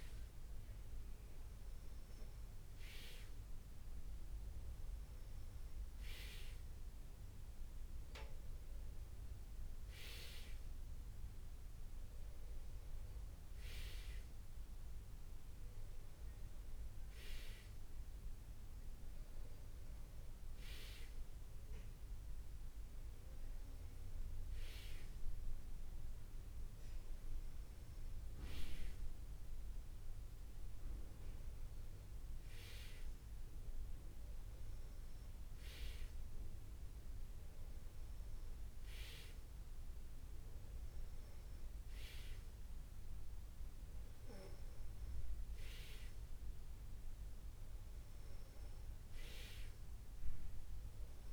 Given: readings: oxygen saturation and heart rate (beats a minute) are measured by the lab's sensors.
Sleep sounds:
breathing in sleep by a room microphone; none
none scored
From the record:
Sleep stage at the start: N2 (light sleep); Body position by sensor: on the back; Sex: male

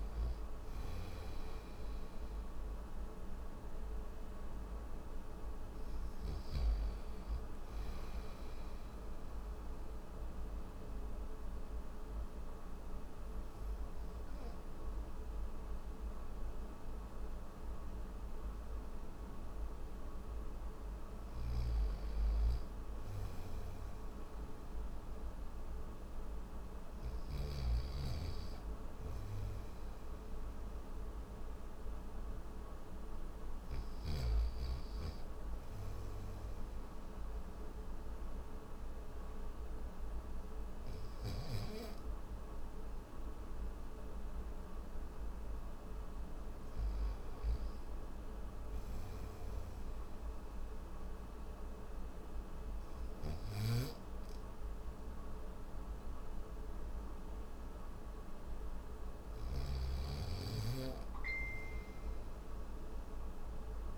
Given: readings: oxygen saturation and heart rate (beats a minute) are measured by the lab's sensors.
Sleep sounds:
breathing in sleep, hard to hear, by a room microphone; none
20.50-27.00 s: snoring (device-marked)
26.50-38.50 s: oxygen desaturation (device-marked, oxygen 98% before, 95% lowest)
59.00-63.98 s: snoring (device-marked)
From the record:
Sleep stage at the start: N3 (deep sleep); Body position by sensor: on the back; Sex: male

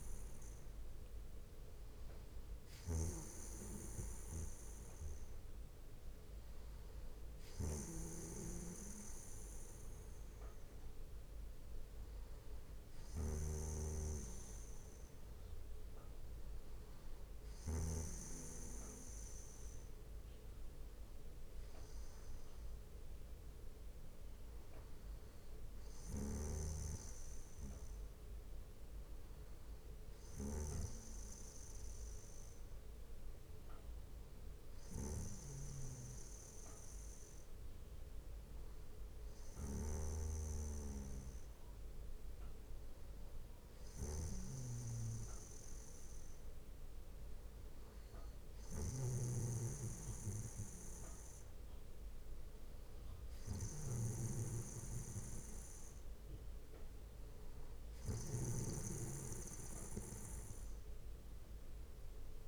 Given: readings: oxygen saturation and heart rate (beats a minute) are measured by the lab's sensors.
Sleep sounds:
breathing in sleep by a room microphone; none
2.00-4.00 s: bradycardia (device-marked, heart rate 62 before, 66 extreme)
12.00-14.00 s: bradycardia (device-marked, heart rate 62 before, 62 extreme)
22.00-24.00 s: bradycardia (device-marked, heart rate 62 before, 62 extreme)
32.00-34.00 s: bradycardia (device-marked, heart rate 62 before, 61 extreme)
44.00-46.00 s: bradycardia (device-marked, heart rate 62 before, 58 extreme)
From the record:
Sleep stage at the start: N2 (light sleep); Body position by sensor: on the back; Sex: male

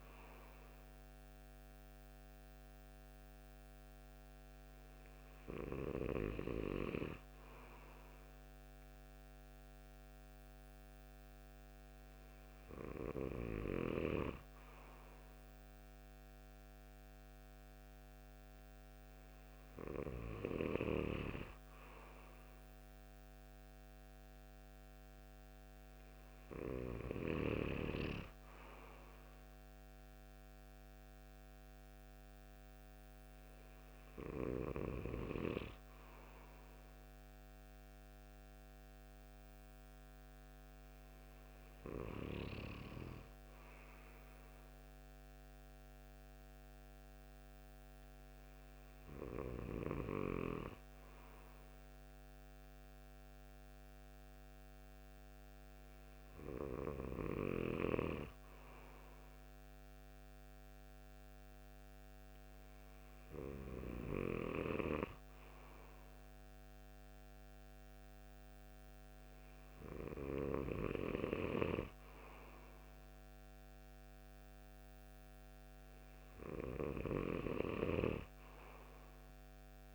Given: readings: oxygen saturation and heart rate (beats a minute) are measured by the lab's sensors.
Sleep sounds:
breathing in sleep by a microphone on the trachea; none
59.00-79.95 s: new sleep stage, N2 (light sleep)
From the record:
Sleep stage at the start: REM sleep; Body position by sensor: on the right side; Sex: male

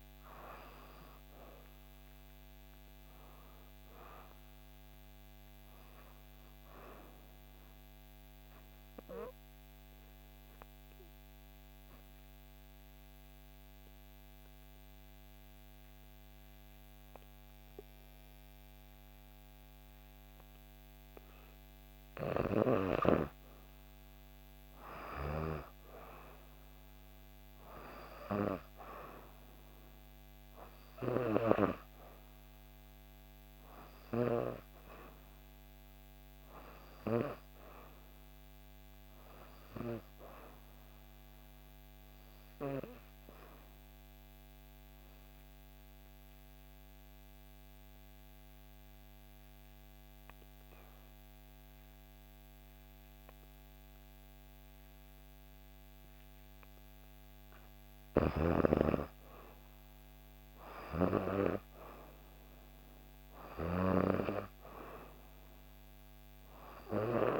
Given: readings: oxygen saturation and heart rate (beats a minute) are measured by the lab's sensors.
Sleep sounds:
breathing in sleep by a microphone on the trachea; 2
7.50-22.50 s: obstructive apnea (oxygen 95% before, 90% lowest, heart rate 67 before, 63 extreme, up 4 after)
24.00-27.00 s: arousal
27.50-44.50 s: oxygen desaturation (device-marked, oxygen 96% before, 91% lowest, heart rate 65 before, 64 extreme)
44.00-57.00 s: obstructive apnea (oxygen 96% before, 90% lowest, heart rate 66 before, 64 extreme, up 5 after)
58.50-62.50 s: arousal
62.50-67.40 s: oxygen desaturation (device-marked, oxygen 95% before, 90% lowest, heart rate 65 before, 65 extreme)
From the record:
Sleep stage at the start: N2 (light sleep); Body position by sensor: on the back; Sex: female

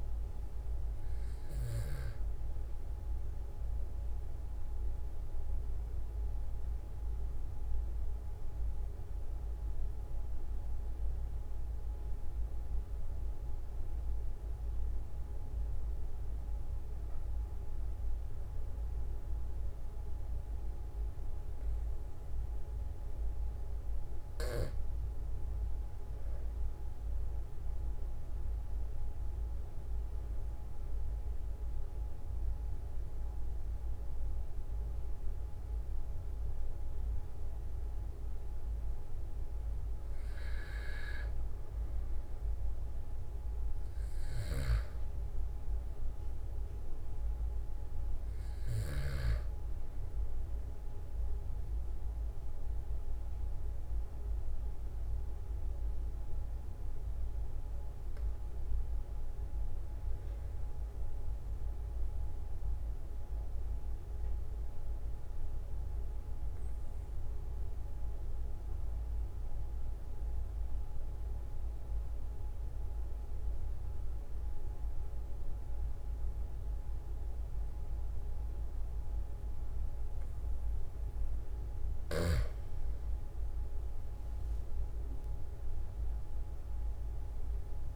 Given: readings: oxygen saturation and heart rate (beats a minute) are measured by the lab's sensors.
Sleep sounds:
breathing in sleep, hard to hear, by a room microphone; 2
0.00-2.00 s: snoring (device-marked)
3.50-25.00 s: obstructive apnea (oxygen 96% before, 92% lowest, heart rate 45 before, 42 extreme, up 4 after)
27.00-31.00 s: arousal
44.50-49.50 s: snoring (device-marked)
61.00-81.50 s: obstructive apnea (oxygen 95% before, 92% lowest, heart rate 43 before, 41 extreme, up 3 after)
84.00-87.00 s: arousal
From the record:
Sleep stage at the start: N2 (light sleep); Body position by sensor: on the back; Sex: male

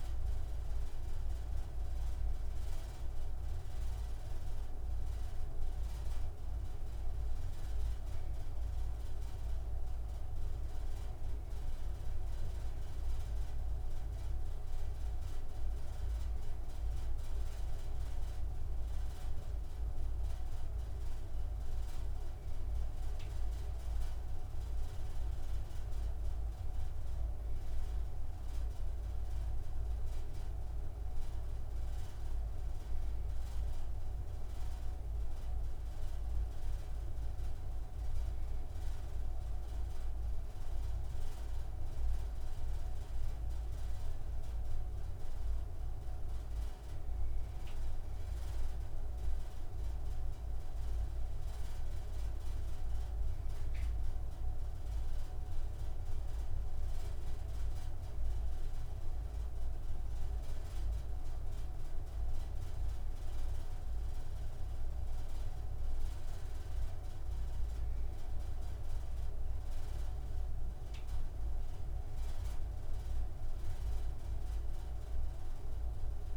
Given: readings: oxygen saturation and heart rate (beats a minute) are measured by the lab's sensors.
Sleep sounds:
breathing in sleep, hard to hear, by a room microphone; none
none scored
From the record:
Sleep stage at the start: N2 (light sleep); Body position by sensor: on the right side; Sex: male

